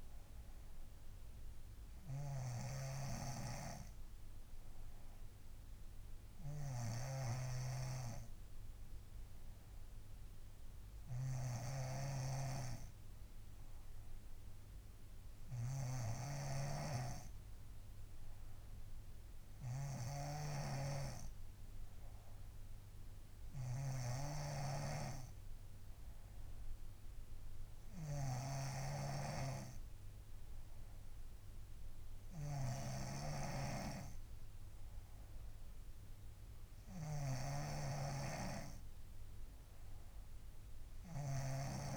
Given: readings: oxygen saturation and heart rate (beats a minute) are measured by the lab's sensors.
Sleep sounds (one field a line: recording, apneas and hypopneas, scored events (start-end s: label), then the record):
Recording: breathing in sleep by a room microphone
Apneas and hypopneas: none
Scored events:
0.00-41.97 s: snoring (device-marked)
From the record:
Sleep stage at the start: N3 (deep sleep)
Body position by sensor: on the front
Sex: female